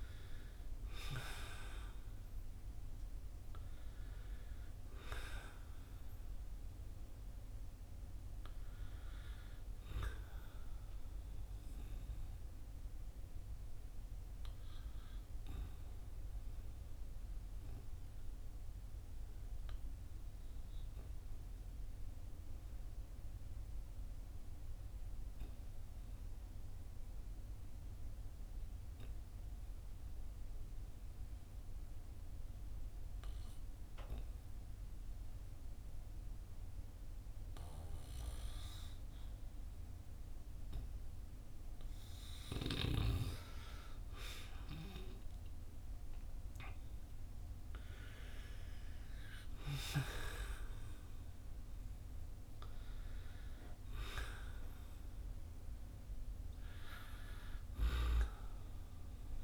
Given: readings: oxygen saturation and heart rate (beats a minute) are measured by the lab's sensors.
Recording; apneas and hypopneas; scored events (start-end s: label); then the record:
breathing in sleep by a room microphone; 1
0.00-32.00 s: oxygen desaturation (device-marked, oxygen 89% lowest, heart rate 47 extreme)
10.50-42.00 s: obstructive apnea (oxygen 97% before, 89% lowest, heart rate 55 before, 47 extreme, up 8 after)
43.50-48.00 s: arousal
45.00-59.44 s: oxygen desaturation (device-marked, oxygen 97% before, 90% lowest, heart rate 53 before, 48 extreme)
From the record:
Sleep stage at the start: N2 (light sleep); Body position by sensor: on the back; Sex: male